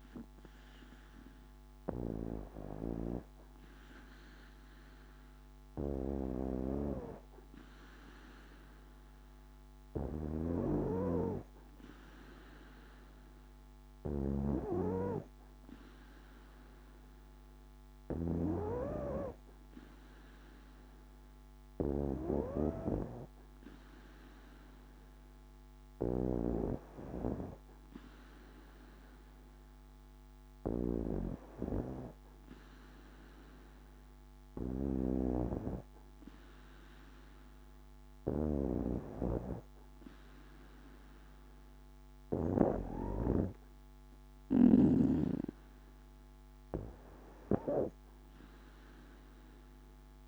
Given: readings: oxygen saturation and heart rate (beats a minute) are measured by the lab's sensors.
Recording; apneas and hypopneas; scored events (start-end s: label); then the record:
breathing in sleep by a microphone on the trachea; none
13.50-18.00 s: snoring (device-marked)
From the record:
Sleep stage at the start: N2 (light sleep); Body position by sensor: on the back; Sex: female